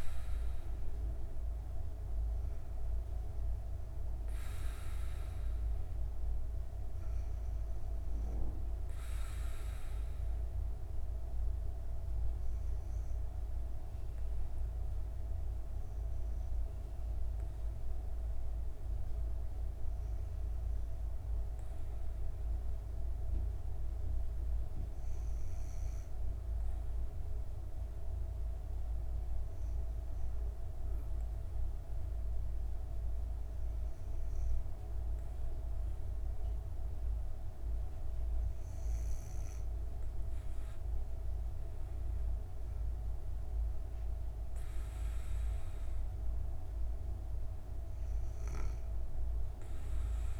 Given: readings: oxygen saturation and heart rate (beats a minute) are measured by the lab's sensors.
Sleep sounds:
breathing in sleep, hard to hear, by a room microphone; 1
12.50-36.00 s: hypopnea (oxygen 97% before, 95% lowest, heart rate 81 before, 49 extreme, up 43 after)
39.00-44.00 s: arousal
From the record:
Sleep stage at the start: N2 (light sleep); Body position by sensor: on the back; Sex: female

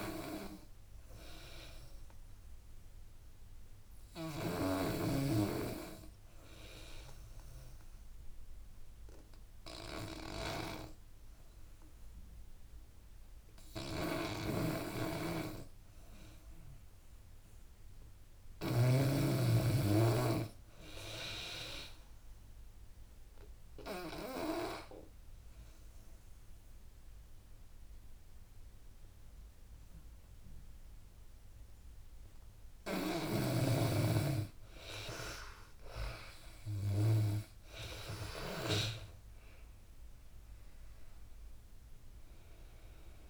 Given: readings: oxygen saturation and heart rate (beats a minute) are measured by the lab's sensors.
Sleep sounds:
breathing in sleep by a room microphone; 1
0.00-4.50 s: snoring (device-marked)
14.50-19.00 s: snoring (device-marked)
20.50-28.50 s: drop in pulse transit time (device-marked, heart rate 82 before, 84 extreme)
22.50-32.50 s: obstructive apnea (oxygen 94% before, 89% lowest, heart rate 82 before, 71 extreme, up 10 after)
27.50-40.50 s: oxygen desaturation (device-marked, oxygen 93% before, 90% lowest, heart rate 83 before, 71 extreme)
36.00-40.00 s: arousal
From the record:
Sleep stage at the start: N2 (light sleep); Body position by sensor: on the back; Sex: female

